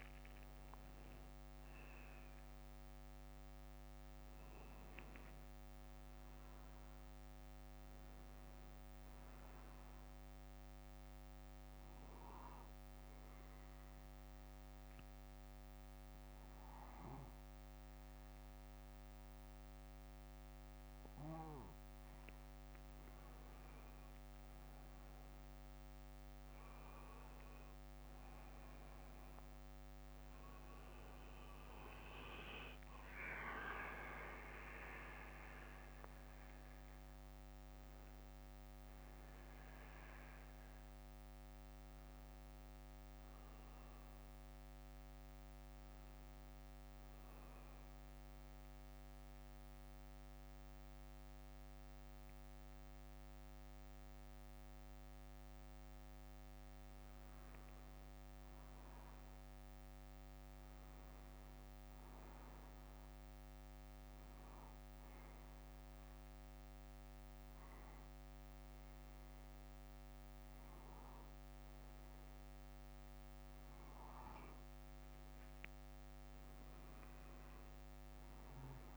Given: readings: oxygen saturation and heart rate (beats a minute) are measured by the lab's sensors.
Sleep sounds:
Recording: breathing in sleep by a microphone on the trachea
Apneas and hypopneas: 3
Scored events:
0.50-4.50 s: bradycardia (device-marked, heart rate 63 before, 57 extreme)
10.50-21.50 s: bradycardia (device-marked, heart rate 62 before, 50 extreme)
14.00-25.00 s: obstructive apnea (oxygen 95% before, 93% lowest, heart rate 63 before, 50 extreme, up 18 after)
30.50-35.00 s: arousal
41.50-56.50 s: bradycardia (device-marked, heart rate 62 before, 48 extreme)
47.50-57.50 s: central apnea (oxygen 96% before, 93% lowest, heart rate 62 before, 49 extreme, up 18 after)
59.00-61.50 s: arousal
62.50-69.50 s: bradycardia (device-marked, heart rate 62 before, 58 extreme)
64.50-74.50 s: obstructive apnea (oxygen 96% before, 93% lowest, heart rate 57 before, 56 extreme, up 11 after)
77.50-78.96 s: arousal
From the record:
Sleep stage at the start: N2 (light sleep)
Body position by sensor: on the back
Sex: male

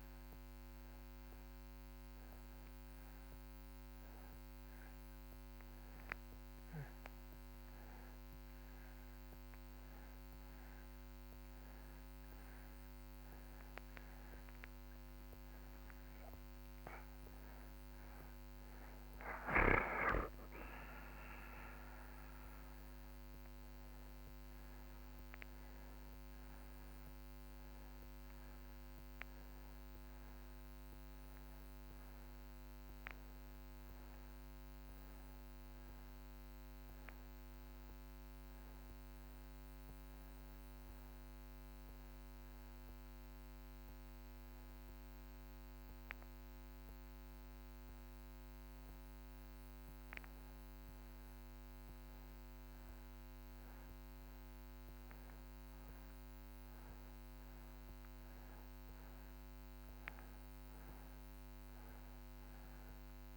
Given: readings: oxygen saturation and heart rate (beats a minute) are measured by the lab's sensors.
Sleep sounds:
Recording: breathing in sleep, hard to hear, by a microphone on the trachea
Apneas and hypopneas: 1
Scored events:
15.00-19.50 s: arousal
40.50-51.50 s: hypopnea (oxygen 93% before, 90% lowest)
54.00-58.00 s: arousal
From the record:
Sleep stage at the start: N2 (light sleep)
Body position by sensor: on the back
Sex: male

